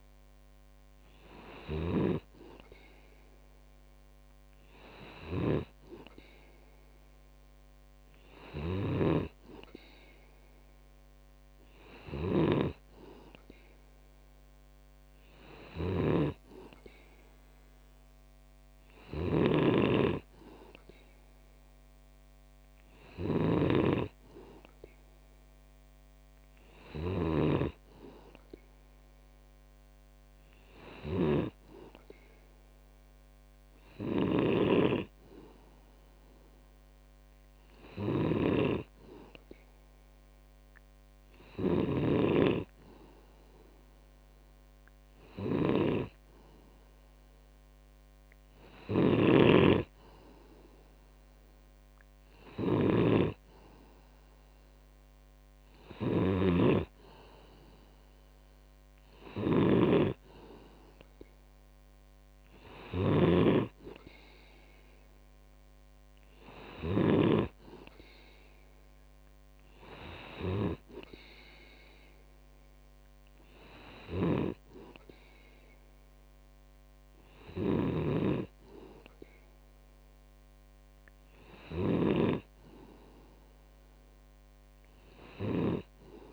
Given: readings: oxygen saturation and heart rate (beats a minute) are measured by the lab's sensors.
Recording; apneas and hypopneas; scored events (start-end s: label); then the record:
breathing in sleep by a microphone on the trachea; none
8.50-12.50 s: snoring (device-marked)
19.00-67.50 s: snoring (device-marked)
74.00-86.00 s: snoring (device-marked)
From the record:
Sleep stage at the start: N2 (light sleep); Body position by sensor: on the back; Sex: male